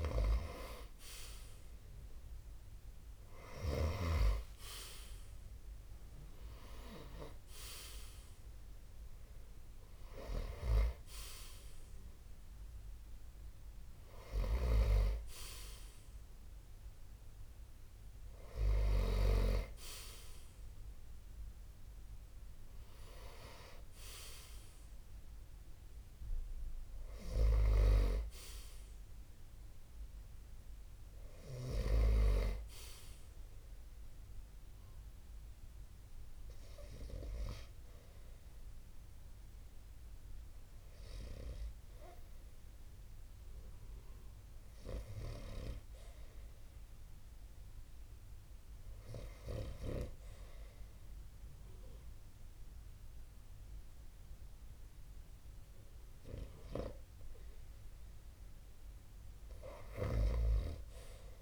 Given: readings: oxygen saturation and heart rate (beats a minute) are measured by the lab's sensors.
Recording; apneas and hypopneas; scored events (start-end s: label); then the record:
breathing in sleep by a room microphone; 1
0.00-2.50 s: arousal
33.00-37.00 s: arousal
40.00-56.00 s: hypopnea (oxygen 93% before, 84% lowest)
49.00-61.42 s: oxygen desaturation (device-marked, oxygen 93% before, 84% lowest)
58.00-61.00 s: arousal
From the record:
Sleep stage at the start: REM sleep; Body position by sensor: on the right side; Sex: male